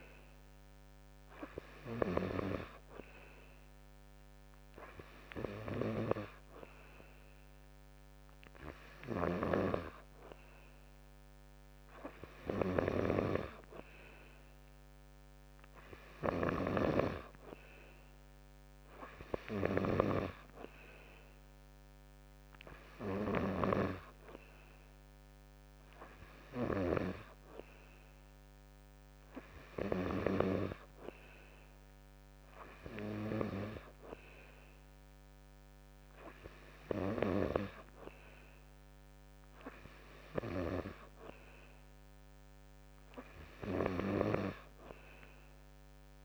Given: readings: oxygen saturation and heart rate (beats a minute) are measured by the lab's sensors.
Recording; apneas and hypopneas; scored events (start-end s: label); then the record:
breathing in sleep by a microphone on the trachea; none
none scored
From the record:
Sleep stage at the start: N2 (light sleep); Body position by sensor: on the back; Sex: male